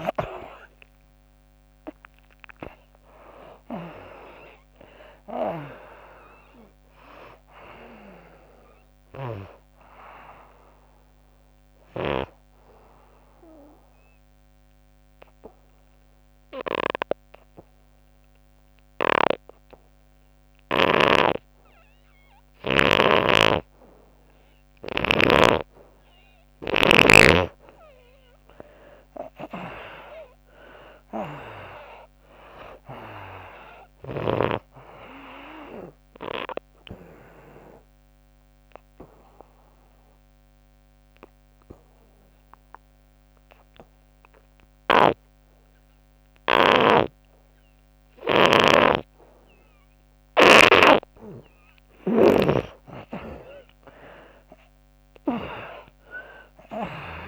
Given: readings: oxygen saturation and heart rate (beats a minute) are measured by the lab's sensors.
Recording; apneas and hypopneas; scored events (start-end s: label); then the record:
breathing in sleep by a microphone on the trachea; 2
0.00-1.00 s: arousal
0.00-26.00 s: oxygen desaturation (device-marked, oxygen 96% before, 74% lowest, heart rate 70 before, 67 extreme)
12.50-25.00 s: obstructive apnea (oxygen 96% before, 74% lowest, heart rate 84 before, 67 extreme, up 13 after)
18.50-23.00 s: snoring (device-marked)
28.50-32.00 s: arousal
35.00-46.00 s: oxygen desaturation (device-marked, oxygen 98% before, 83% lowest, heart rate 73 before, 69 extreme)
36.00-49.00 s: obstructive apnea (oxygen 98% before, 75% lowest, heart rate 74 before, 69 extreme, up 10 after)
48.00-52.00 s: snoring (device-marked)
51.00-54.50 s: arousal
From the record:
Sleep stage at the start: N2 (light sleep); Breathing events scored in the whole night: 412 in 3.8 hours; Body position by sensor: on the back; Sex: female